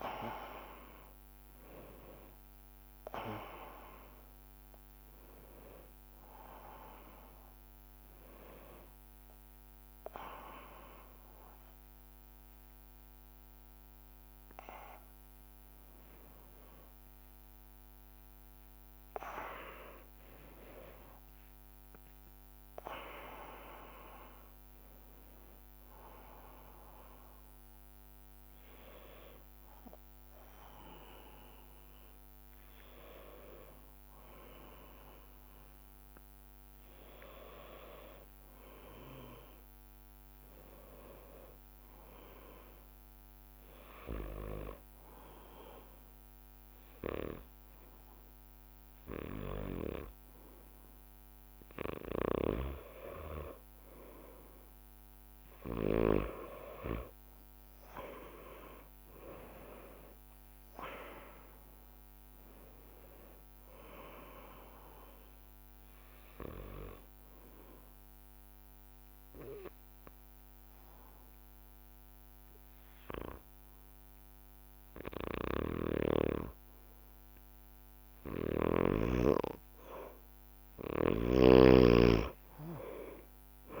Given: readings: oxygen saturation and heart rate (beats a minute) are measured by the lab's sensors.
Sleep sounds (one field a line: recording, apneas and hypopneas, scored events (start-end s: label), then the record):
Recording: breathing in sleep by a microphone on the trachea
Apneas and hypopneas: 2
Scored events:
43.50-53.50 s: hypopnea (oxygen 98% before, 92% lowest)
57.00-61.50 s: arousal
67.50-78.50 s: obstructive apnea (oxygen 97% before, 92% lowest)
From the record:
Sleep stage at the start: N2 (light sleep)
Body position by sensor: on the back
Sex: male